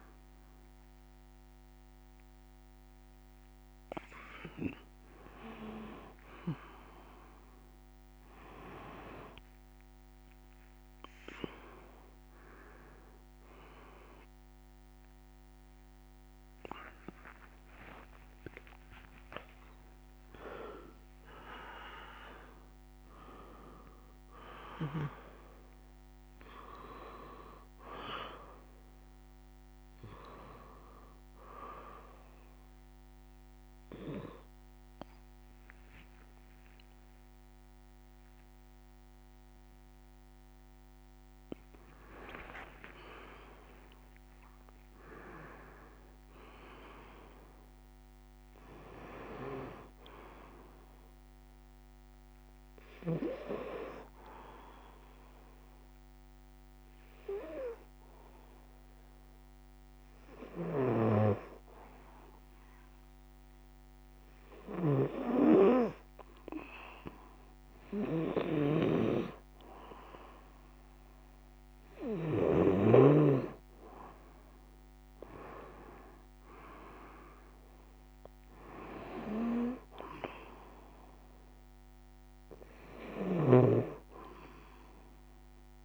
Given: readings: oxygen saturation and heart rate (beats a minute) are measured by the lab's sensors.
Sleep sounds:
a person partly awake in a sleep study, by a microphone on the trachea; 2
0.00-10.50 s: oxygen desaturation (device-marked, oxygen 88% lowest, heart rate 69 extreme)
1.50-61.50 s: new sleep stage, N1 (lightest sleep)
31.00-42.00 s: obstructive apnea (oxygen 93% before, 89% lowest, heart rate 75 before, 63 extreme, up 15 after)
38.50-55.50 s: oxygen desaturation (device-marked, oxygen 93% before, 90% lowest, heart rate 73 before, 63 extreme)
43.50-47.50 s: arousal
51.50-65.00 s: hypopnea (oxygen 93% before, 89% lowest, heart rate 75 before, 65 extreme, up 7 after)
60.00-72.00 s: snoring (device-marked)
61.50-85.85 s: new sleep stage, N2 (light sleep)
64.50-70.50 s: oxygen desaturation (device-marked, oxygen 94% before, 91% lowest, heart rate 70 before, 66 extreme)
67.00-71.50 s: arousal
72.50-85.85 s: oxygen desaturation (device-marked, oxygen 94% before, 89% lowest, heart rate 68 before, 66 extreme)
82.00-85.85 s: snoring (device-marked)
From the record:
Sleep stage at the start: awake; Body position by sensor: on the right side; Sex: female

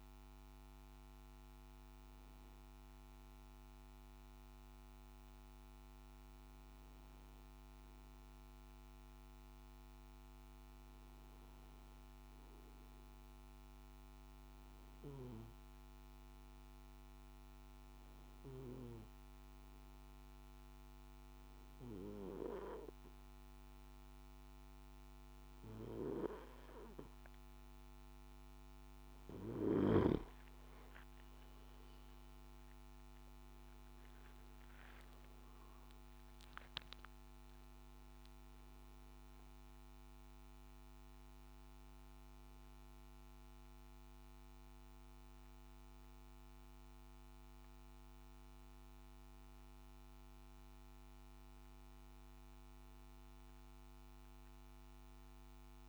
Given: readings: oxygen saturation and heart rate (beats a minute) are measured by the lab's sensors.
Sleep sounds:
breathing in sleep by a microphone on the trachea; 1
0.00-8.00 s: oxygen desaturation (device-marked, oxygen 92% lowest, heart rate 53 extreme)
16.50-29.50 s: obstructive apnea (oxygen 97% before, 92% lowest, heart rate 56 before, 53 extreme, up 13 after)
30.00-46.00 s: oxygen desaturation (device-marked, oxygen 96% before, 92% lowest, heart rate 55 before, 58 extreme)
From the record:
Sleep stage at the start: N2 (light sleep); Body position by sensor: on the back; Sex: male

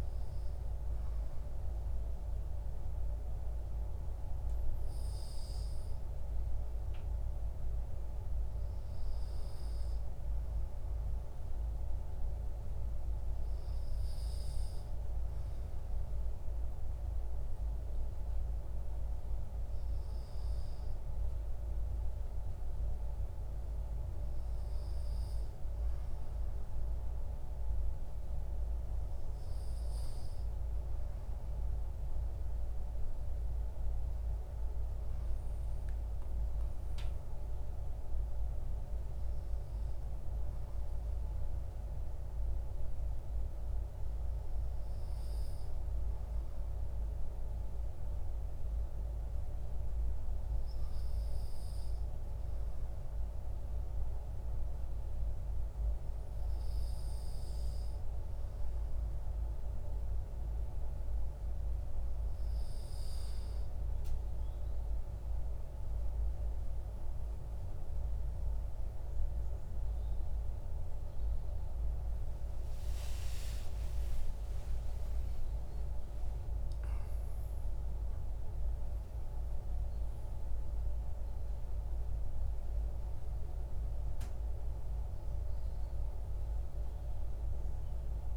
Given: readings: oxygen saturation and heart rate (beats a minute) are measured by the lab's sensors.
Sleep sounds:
breathing in sleep, hard to hear, by a room microphone; 2
2.50-16.00 s: obstructive apnea (oxygen 97% before, 95% lowest, heart rate 54 before, 47 extreme, up 13 after)
19.50-23.50 s: arousal
42.00-61.00 s: obstructive apnea (oxygen 97% before, 94% lowest, heart rate 54 before, 48 extreme, up 16 after)
71.50-76.50 s: arousal
From the record:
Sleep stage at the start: N2 (light sleep); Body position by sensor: on the back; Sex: male

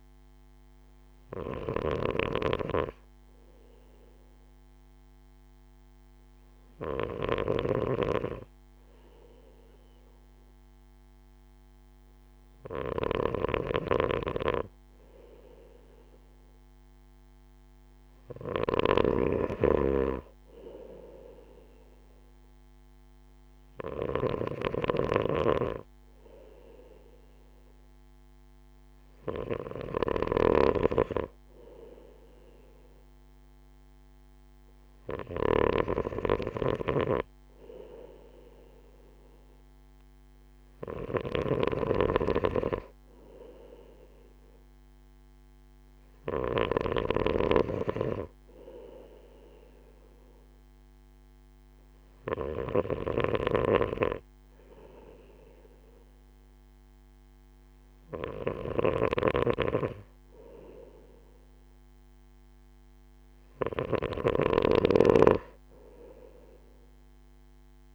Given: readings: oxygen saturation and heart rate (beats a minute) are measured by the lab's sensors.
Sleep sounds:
breathing in sleep by a microphone on the trachea; none
0.00-67.95 s: snoring (device-marked)
From the record:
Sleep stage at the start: N2 (light sleep); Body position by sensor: on the right side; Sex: male

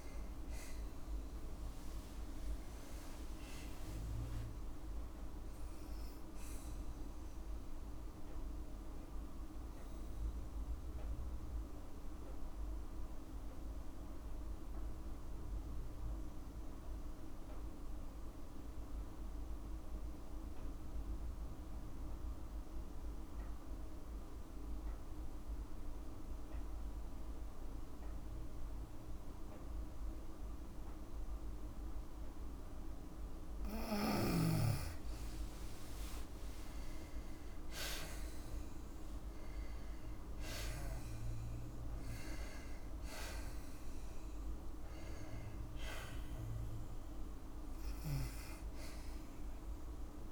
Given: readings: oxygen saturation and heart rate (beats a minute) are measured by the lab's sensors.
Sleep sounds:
breathing in sleep, hard to hear, by a room microphone; 1
8.50-31.00 s: obstructive apnea (oxygen 97% before, 90% lowest, heart rate 60 before, 53 extreme, up 14 after)
13.00-28.00 s: oxygen desaturation (device-marked, oxygen 97% before, 91% lowest, heart rate 59 before, 54 extreme)
34.00-37.00 s: arousal
37.00-39.00 s: long interval between heartbeats (device-marked, heart rate 55 before, 67 extreme)
40.00-42.00 s: long interval between heartbeats (device-marked, heart rate 57 before, 77 extreme)
42.00-44.00 s: long interval between heartbeats (device-marked, heart rate 59 before, 79 extreme)
From the record:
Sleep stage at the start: N2 (light sleep); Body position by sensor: on the back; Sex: female

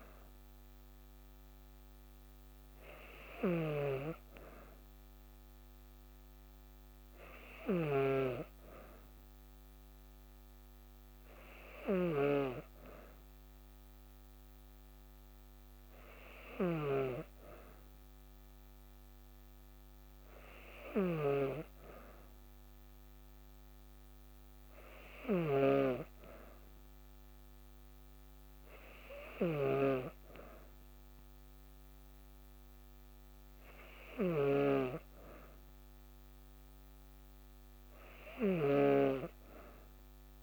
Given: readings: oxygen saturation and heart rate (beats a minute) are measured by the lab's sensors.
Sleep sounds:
breathing in sleep by a microphone on the trachea; none
0.00-40.43 s: snoring (device-marked)
From the record:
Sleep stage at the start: N2 (light sleep); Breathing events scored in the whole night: 105 in 6.2 hours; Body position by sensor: on the back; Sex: female

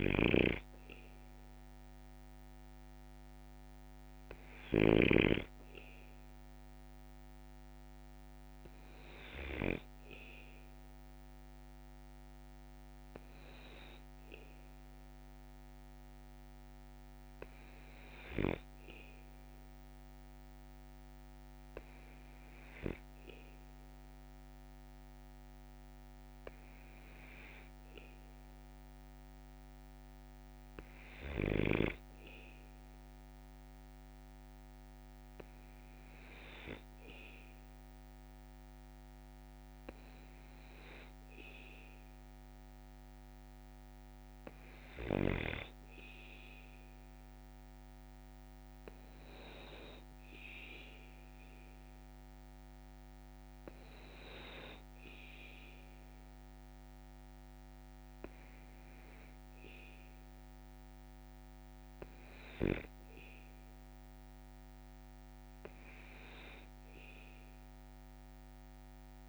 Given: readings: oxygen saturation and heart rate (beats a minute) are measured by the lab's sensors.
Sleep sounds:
breathing in sleep by a microphone on the trachea; none
none scored
From the record:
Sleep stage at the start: N2 (light sleep); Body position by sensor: on the back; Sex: male

